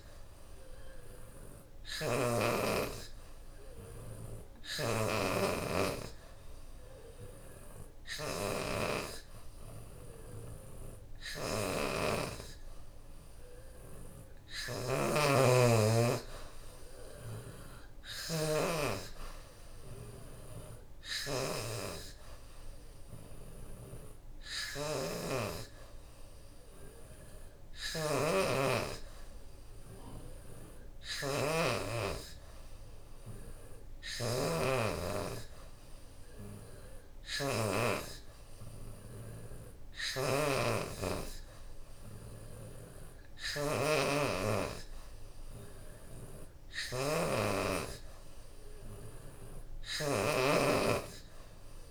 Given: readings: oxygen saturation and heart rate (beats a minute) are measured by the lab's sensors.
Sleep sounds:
breathing in sleep by a room microphone; none
5.50-20.50 s: oxygen desaturation (device-marked, oxygen 81% before, 76% lowest, heart rate 85 before, 80 extreme)
22.50-34.50 s: oxygen desaturation (device-marked, oxygen 80% before, 77% lowest, heart rate 86 before, 81 extreme)
48.50-51.91 s: oxygen desaturation (device-marked, oxygen 82% before, 78% lowest, heart rate 87 before, 79 extreme)
From the record:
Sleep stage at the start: N3 (deep sleep); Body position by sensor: on the back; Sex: female

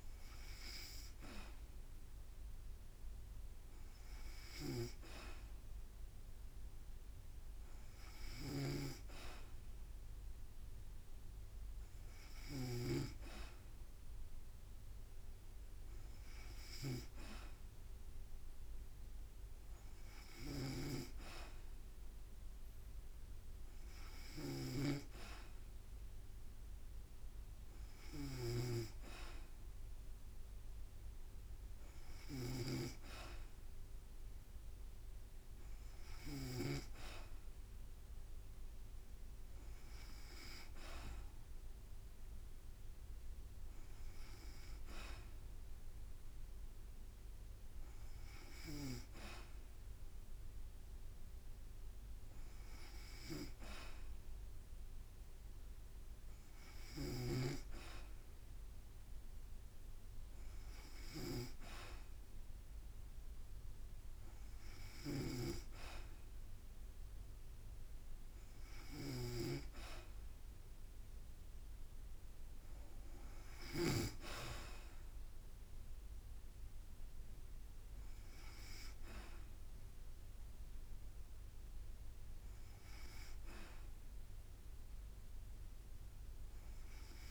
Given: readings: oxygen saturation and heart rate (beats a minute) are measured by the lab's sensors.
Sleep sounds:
breathing in sleep by a room microphone; none
8.00-12.50 s: snoring (device-marked)
20.00-36.50 s: snoring (device-marked)
56.50-73.50 s: snoring (device-marked)
75.00-86.00 s: drop in pulse transit time (device-marked, heart rate 55 before, 54 extreme)
From the record:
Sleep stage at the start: N2 (light sleep); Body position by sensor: on the back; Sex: female

